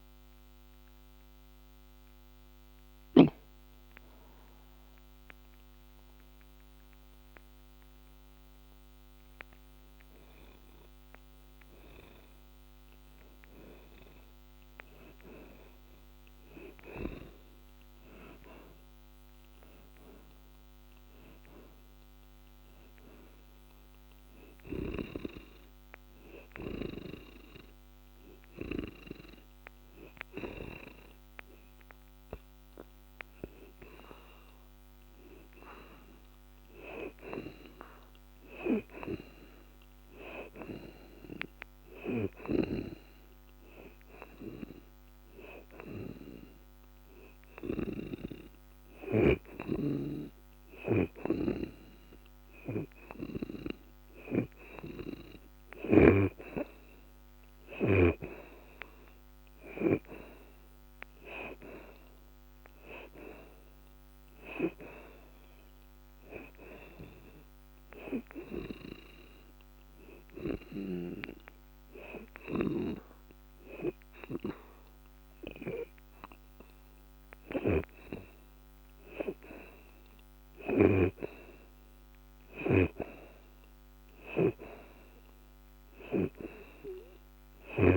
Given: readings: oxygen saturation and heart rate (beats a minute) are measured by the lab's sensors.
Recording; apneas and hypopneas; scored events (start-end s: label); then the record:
breathing in sleep by a microphone on the trachea; 4
0.00-16.50 s: oxygen desaturation (device-marked, oxygen 71% lowest)
0.50-14.00 s: hypopnea (oxygen 79% before, 71% lowest)
17.50-21.50 s: arousal
23.00-34.00 s: hypopnea (oxygen 92% before, 74% lowest)
27.50-35.50 s: oxygen desaturation (device-marked, oxygen 92% before, 77% lowest)
36.50-40.50 s: arousal
43.50-59.50 s: oxygen desaturation (device-marked, oxygen 82% before, 74% lowest)
44.00-55.50 s: hypopnea (oxygen 92% before, 73% lowest)
57.50-61.00 s: arousal
61.50-77.50 s: oxygen desaturation (device-marked, oxygen 79% before, 74% lowest)
69.00-79.00 s: hypopnea (oxygen 82% before, 70% lowest)
80.00-84.00 s: arousal
84.50-87.97 s: oxygen desaturation (device-marked, oxygen 80% before, 73% lowest)
From the record:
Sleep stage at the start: N2 (light sleep); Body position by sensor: on the back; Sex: male